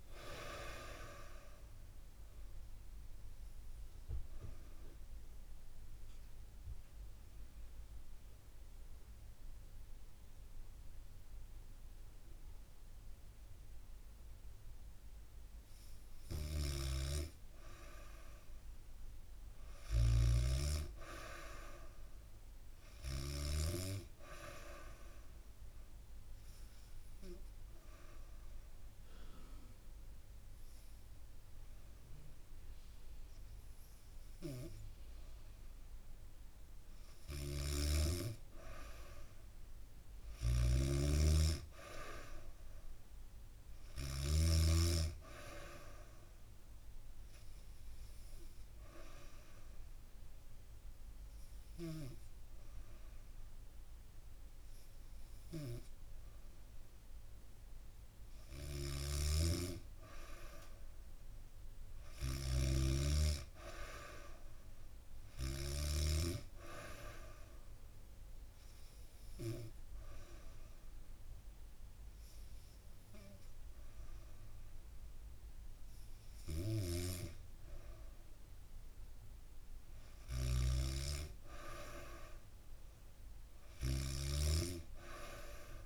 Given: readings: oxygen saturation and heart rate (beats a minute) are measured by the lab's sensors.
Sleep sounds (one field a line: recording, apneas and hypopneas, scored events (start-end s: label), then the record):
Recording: breathing in sleep by a room microphone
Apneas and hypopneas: 4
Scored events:
1.00-18.00 s: oxygen desaturation (device-marked, oxygen 95% before, 91% lowest, heart rate 70 before, 64 extreme)
3.00-16.00 s: central apnea (oxygen 95% before, 91% lowest, heart rate 70 before, 64 extreme, up 5 after)
16.00-23.00 s: snoring (device-marked)
18.00-21.00 s: arousal
23.00-33.00 s: oxygen desaturation (device-marked, oxygen 97% before, 93% lowest, heart rate 69 before, 66 extreme)
24.00-35.50 s: obstructive apnea (oxygen 97% before, 92% lowest, heart rate 68 before, 65 extreme)
36.50-44.00 s: snoring (device-marked)
37.00-41.00 s: arousal
46.50-58.00 s: obstructive apnea (oxygen 97% before, 92% lowest, heart rate 68 before, 65 extreme, up 2 after)
58.00-65.50 s: snoring (device-marked)
60.00-63.00 s: arousal
67.00-78.50 s: obstructive apnea (oxygen 96% before, 92% lowest, heart rate 67 before, 66 extreme, up 5 after)
76.00-85.85 s: snoring (device-marked)
80.50-83.50 s: arousal
From the record:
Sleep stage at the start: N2 (light sleep)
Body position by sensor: on the back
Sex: female